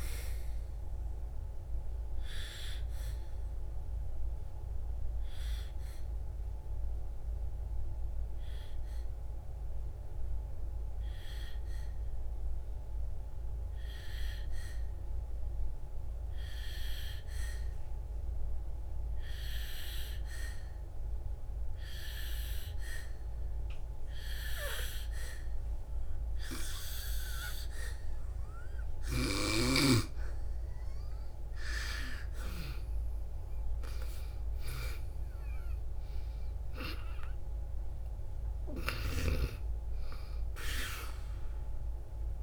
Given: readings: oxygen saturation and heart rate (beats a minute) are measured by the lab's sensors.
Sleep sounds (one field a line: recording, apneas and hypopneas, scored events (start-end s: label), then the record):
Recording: breathing in sleep by a room microphone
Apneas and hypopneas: 1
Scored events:
0.00-2.00 s: oxygen desaturation (device-marked, oxygen 91% lowest, heart rate 54 extreme)
1.50-30.50 s: obstructive apnea (oxygen 97% before, 90% lowest, heart rate 66 before, 54 extreme, up 17 after)
29.00-42.43 s: oxygen desaturation (device-marked, oxygen 98% before, 92% lowest, heart rate 58 before, 55 extreme)
35.50-40.00 s: arousal
From the record:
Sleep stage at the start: N2 (light sleep)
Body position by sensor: on the back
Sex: female